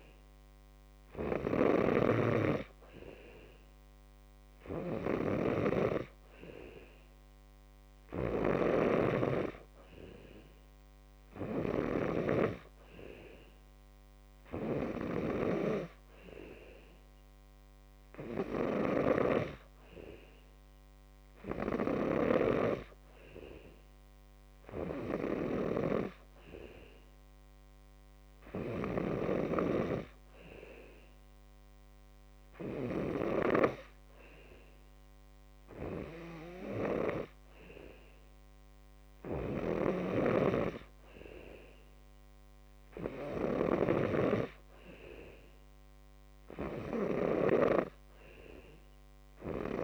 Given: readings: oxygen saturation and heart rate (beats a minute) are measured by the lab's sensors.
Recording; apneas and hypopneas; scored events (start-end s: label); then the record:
breathing in sleep by a microphone on the trachea; none
none scored
From the record:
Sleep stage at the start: N2 (light sleep); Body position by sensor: on the back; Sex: male